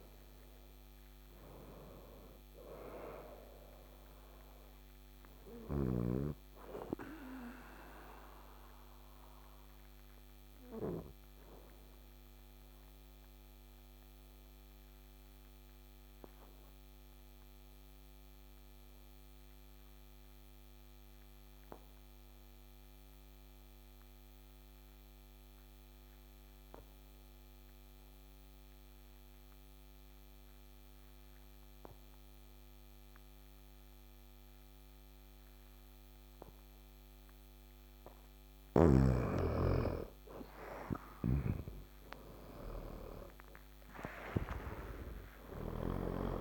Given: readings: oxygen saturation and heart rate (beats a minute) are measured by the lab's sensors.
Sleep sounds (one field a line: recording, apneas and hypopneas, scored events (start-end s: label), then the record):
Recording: breathing in sleep by a microphone on the trachea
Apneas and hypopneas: 1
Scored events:
0.00-20.00 s: oxygen desaturation (device-marked, oxygen 89% lowest, heart rate 52 extreme)
5.00-35.50 s: obstructive apnea (oxygen 99% before, 89% lowest, heart rate 59 before, 52 extreme, up 9 after)
36.00-46.41 s: oxygen desaturation (device-marked, oxygen 99% before, 91% lowest, heart rate 53 before, 53 extreme)
44.00-46.41 s: new sleep stage, N1 (lightest sleep)
44.50-46.41 s: arousal
From the record:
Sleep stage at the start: N2 (light sleep)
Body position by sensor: on the back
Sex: male